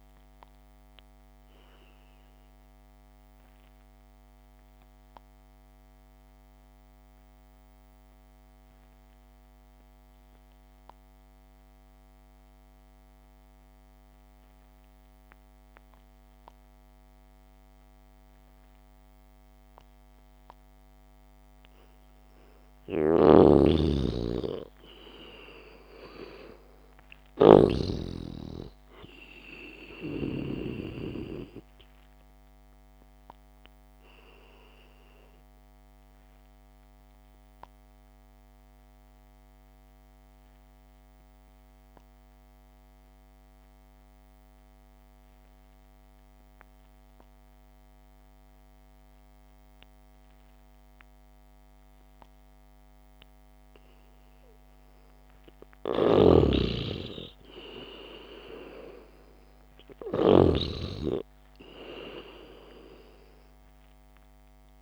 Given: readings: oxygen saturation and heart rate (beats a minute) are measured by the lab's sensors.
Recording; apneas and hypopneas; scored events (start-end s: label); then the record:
breathing in sleep by a microphone on the trachea; 2
1.00-22.50 s: obstructive apnea (oxygen 96% before, 90% lowest, heart rate 59 before, 53 extreme, up 3 after)
14.00-21.00 s: oxygen desaturation (device-marked, oxygen 95% before, 91% lowest, heart rate 60 before, 53 extreme)
23.50-28.00 s: snoring (device-marked)
24.50-28.00 s: arousal
25.50-27.50 s: long interval between heartbeats (device-marked, heart rate 65 before, 61 extreme)
34.00-54.00 s: obstructive apnea (oxygen 97% before, 90% lowest, heart rate 62 before, 54 extreme)
48.00-55.00 s: oxygen desaturation (device-marked, oxygen 95% before, 90% lowest, heart rate 58 before, 54 extreme)
56.50-61.00 s: snoring (device-marked)
57.00-60.00 s: arousal
From the record:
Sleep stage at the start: N2 (light sleep); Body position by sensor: on the back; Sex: male